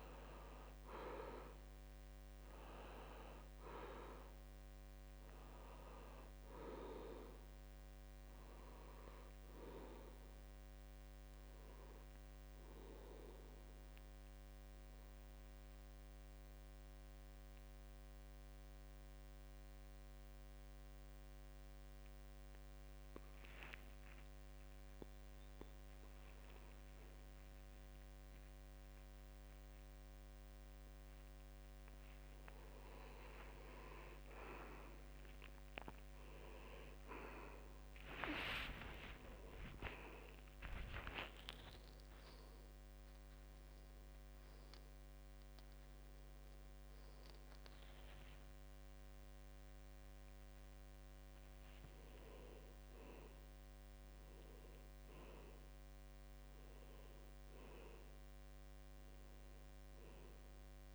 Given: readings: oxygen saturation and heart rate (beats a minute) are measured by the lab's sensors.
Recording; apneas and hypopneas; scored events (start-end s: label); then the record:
a person partly awake in a sleep study, by a microphone on the trachea; 1
0.00-2.00 s: arousal
0.00-20.50 s: oxygen desaturation (device-marked, oxygen 81% lowest, heart rate 68 extreme)
2.00-4.00 s: long interval between heartbeats (device-marked, heart rate 72 before, 74 extreme)
10.50-25.50 s: obstructive apnea (oxygen 95% before, 81% lowest, heart rate 73 before, 70 extreme)
17.50-47.50 s: new sleep stage, awake
24.00-26.00 s: long interval between heartbeats (device-marked, heart rate 71 before, 82 extreme)
27.00-29.00 s: long interval between heartbeats (device-marked, heart rate 75 before, 146 extreme)
29.00-31.00 s: long interval between heartbeats (device-marked, heart rate 84 before, 178 extreme)
32.00-34.00 s: long interval between heartbeats (device-marked, heart rate 100 before, 159 extreme)
38.50-40.50 s: long interval between heartbeats (device-marked, heart rate 123 before, 93 extreme)
47.50-60.95 s: new sleep stage, N1 (lightest sleep)
48.00-50.00 s: long interval between heartbeats (device-marked, heart rate 121 before, 86 extreme)
48.50-54.50 s: oxygen desaturation (device-marked, oxygen 94% before, 91% lowest, heart rate 117 before, 60 extreme)
51.00-53.00 s: long interval between heartbeats (device-marked, heart rate 109 before, 135 extreme)
From the record:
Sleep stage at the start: N2 (light sleep); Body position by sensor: on the back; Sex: male